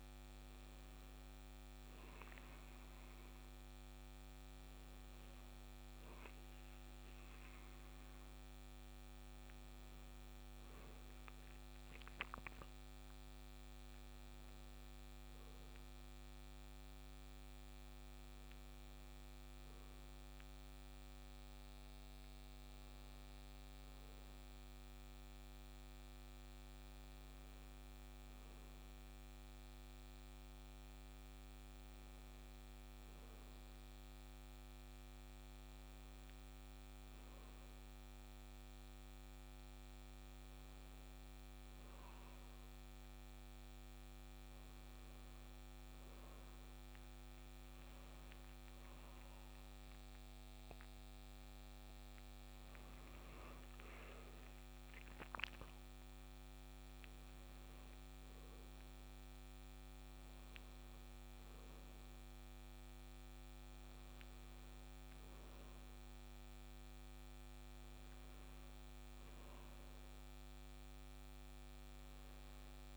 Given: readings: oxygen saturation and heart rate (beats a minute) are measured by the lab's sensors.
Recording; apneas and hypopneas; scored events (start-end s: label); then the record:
a person awake in a sleep study, hard to hear, by a microphone on the trachea; none
60.00-72.97 s: new sleep stage, N1 (lightest sleep)
From the record:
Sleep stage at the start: awake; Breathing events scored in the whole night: 207 in 6.1 hours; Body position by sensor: on the back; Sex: male